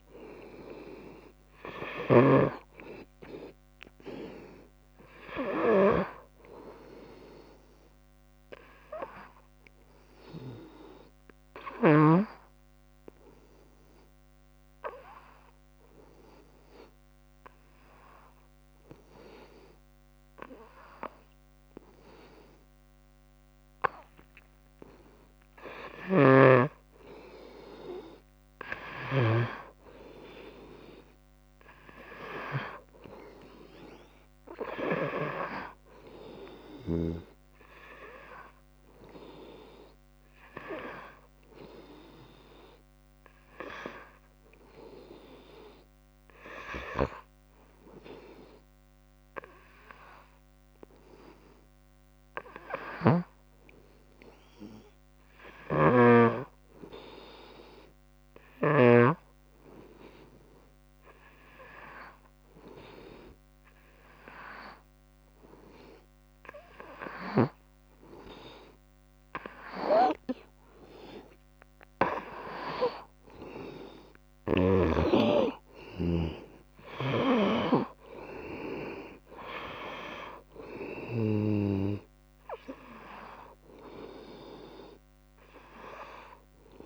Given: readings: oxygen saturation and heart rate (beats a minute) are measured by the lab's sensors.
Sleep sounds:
breathing in sleep by a microphone on the trachea; 2
0.00-2.50 s: snoring (device-marked)
0.00-16.00 s: oxygen desaturation (device-marked, oxygen 89% lowest, heart rate 62 extreme)
8.50-23.50 s: obstructive apnea (oxygen 96% before, 90% lowest, heart rate 70 before, 62 extreme, up 18 after)
25.50-27.50 s: long interval between heartbeats (device-marked, heart rate 66 before, 75 extreme)
25.50-29.50 s: arousal
26.00-29.50 s: snoring (device-marked)
30.00-45.00 s: oxygen desaturation (device-marked, oxygen 95% before, 90% lowest, heart rate 68 before, 65 extreme)
42.00-68.50 s: hypopnea (oxygen 95% before, 89% lowest, heart rate 71 before, 65 extreme, up 6 after)
53.00-56.50 s: snoring (device-marked)
63.00-86.86 s: oxygen desaturation (device-marked, oxygen 95% before, 90% lowest, heart rate 67 before, 67 extreme)
71.00-74.50 s: arousal
77.00-81.50 s: snoring (device-marked)
From the record:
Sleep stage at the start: N2 (light sleep); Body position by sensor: on the right side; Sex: female

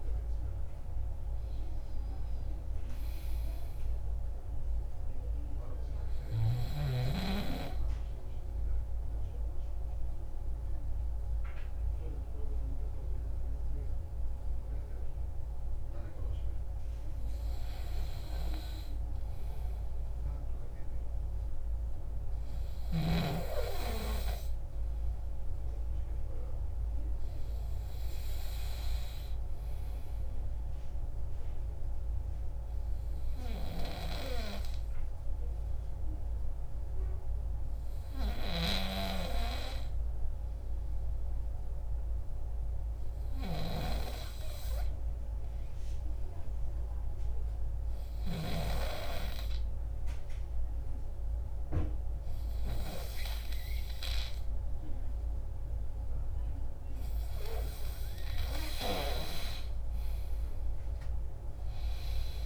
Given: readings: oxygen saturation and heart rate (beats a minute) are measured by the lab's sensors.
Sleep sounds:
breathing in sleep by a room microphone; 2
3.50-15.00 s: obstructive apnea (oxygen 97% before, 93% lowest, heart rate 164 before, 47 extreme, up 6 after)
17.50-21.00 s: arousal
32.00-56.50 s: obstructive apnea (oxygen 99% before, 93% lowest, heart rate 141 before, 29 extreme, up 4 after)
60.00-62.46 s: arousal
From the record:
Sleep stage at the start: N2 (light sleep); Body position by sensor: on the back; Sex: male

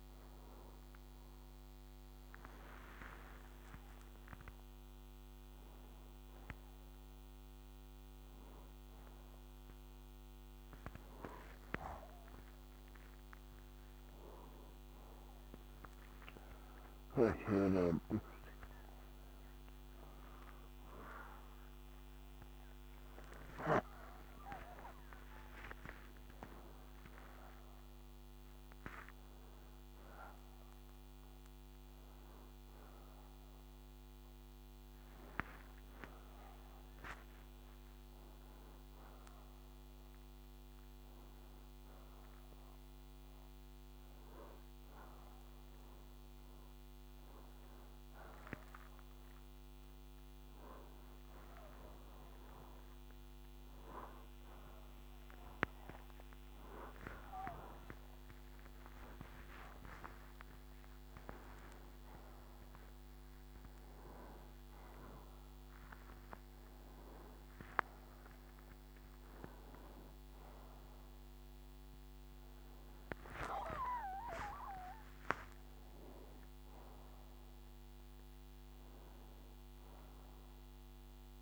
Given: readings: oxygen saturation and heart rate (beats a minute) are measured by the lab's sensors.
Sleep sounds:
a person awake in a sleep study, by a microphone on the trachea; none
0.00-22.00 s: oxygen desaturation (device-marked, oxygen 82% lowest, heart rate 77 extreme)
54.00-61.00 s: oxygen desaturation (device-marked, oxygen 95% before, 92% lowest)
From the record:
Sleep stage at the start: awake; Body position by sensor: on the right side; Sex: male

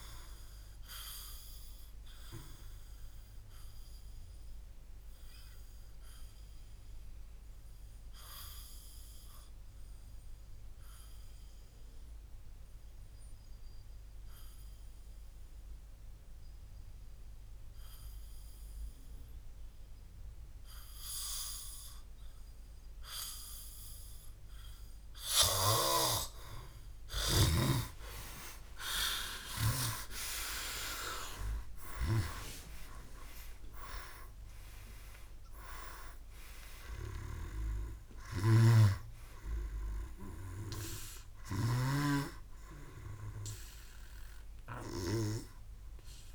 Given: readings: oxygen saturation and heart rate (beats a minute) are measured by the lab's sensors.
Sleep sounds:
breathing in sleep by a room microphone; 1
1.00-13.00 s: oxygen desaturation (device-marked, oxygen 97% before, 92% lowest, heart rate 63 before, 58 extreme)
4.00-25.00 s: obstructive apnea (oxygen 97% before, 89% lowest, heart rate 63 before, 58 extreme)
19.00-26.00 s: oxygen desaturation (device-marked, oxygen 94% before, 89% lowest, heart rate 60 before, 58 extreme)
28.00-32.50 s: arousal
38.00-41.50 s: snoring (device-marked)
From the record:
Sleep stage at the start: N2 (light sleep); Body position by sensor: on the back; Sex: male

